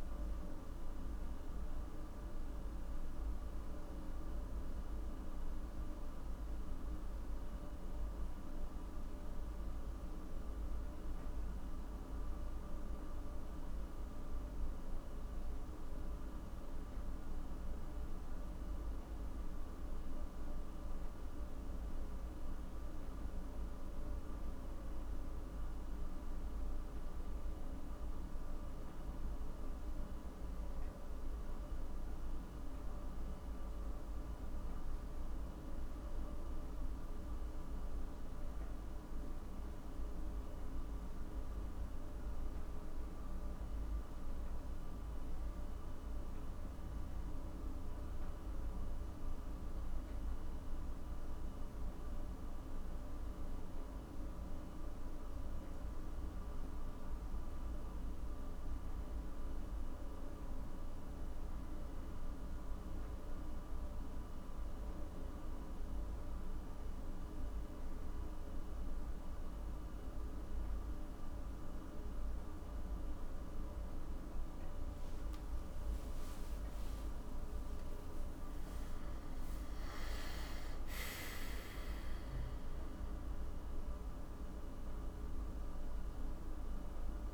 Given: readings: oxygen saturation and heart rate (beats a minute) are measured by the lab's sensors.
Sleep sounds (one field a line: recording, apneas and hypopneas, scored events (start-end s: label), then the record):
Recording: breathing in sleep, hard to hear, by a room microphone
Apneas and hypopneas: none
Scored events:
72.00-76.00 s: arousal
From the record:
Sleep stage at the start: N1 (lightest sleep)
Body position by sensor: on the back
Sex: male